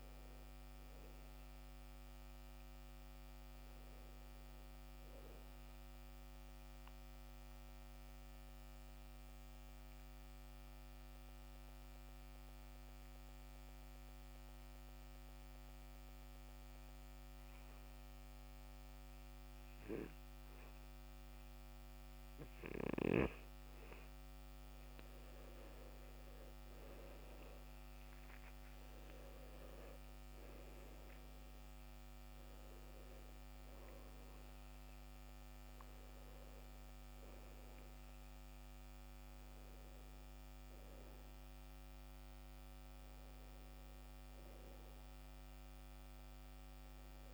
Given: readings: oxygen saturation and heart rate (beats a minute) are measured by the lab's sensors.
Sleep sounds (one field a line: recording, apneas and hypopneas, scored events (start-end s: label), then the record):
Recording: breathing in sleep, hard to hear, by a microphone on the trachea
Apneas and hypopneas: 1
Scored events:
6.00-24.50 s: obstructive apnea (oxygen 95% before, 88% lowest, heart rate 72 before, 64 extreme, up 12 after)
26.50-30.00 s: arousal
26.50-47.34 s: oxygen desaturation (device-marked, oxygen 95% before, 88% lowest, heart rate 66 before, 64 extreme)
From the record:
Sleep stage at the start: N2 (light sleep)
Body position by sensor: on the back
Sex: male